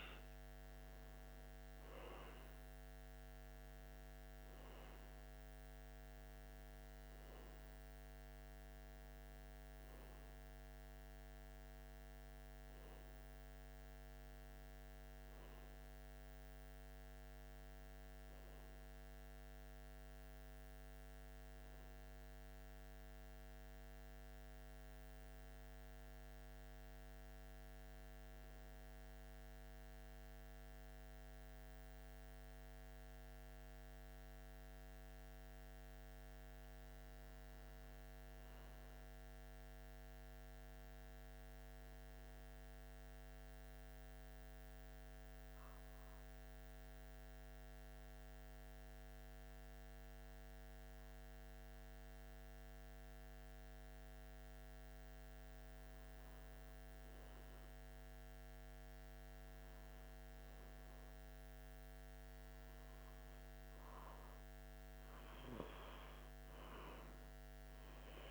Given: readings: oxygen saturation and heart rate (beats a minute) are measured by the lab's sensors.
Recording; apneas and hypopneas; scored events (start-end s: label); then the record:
breathing in sleep, hard to hear, by a microphone on the trachea; 1
19.50-42.50 s: oxygen desaturation (device-marked, oxygen 95% before, 87% lowest, heart rate 82 before, 78 extreme)
40.00-44.00 s: arousal
45.50-55.50 s: central apnea (oxygen 97% before, 87% lowest, heart rate 80 before, 78 extreme, up 3 after)
49.50-68.31 s: new sleep stage, N2 (light sleep)
57.50-61.00 s: arousal
From the record:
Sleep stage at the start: N1 (lightest sleep); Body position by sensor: on the back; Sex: male